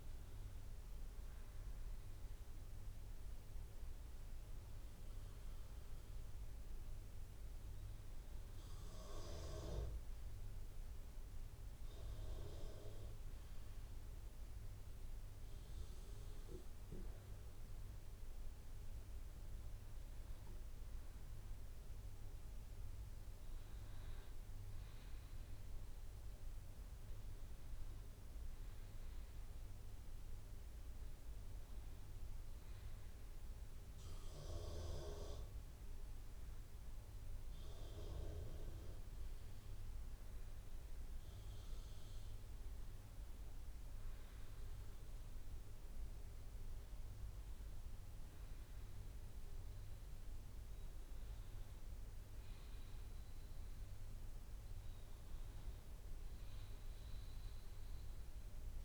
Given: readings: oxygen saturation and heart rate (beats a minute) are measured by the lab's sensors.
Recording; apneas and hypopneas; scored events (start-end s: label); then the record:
breathing in sleep by a room microphone; none
39.50-58.85 s: new sleep stage, REM sleep
From the record:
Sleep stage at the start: N2 (light sleep); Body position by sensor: on the back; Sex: male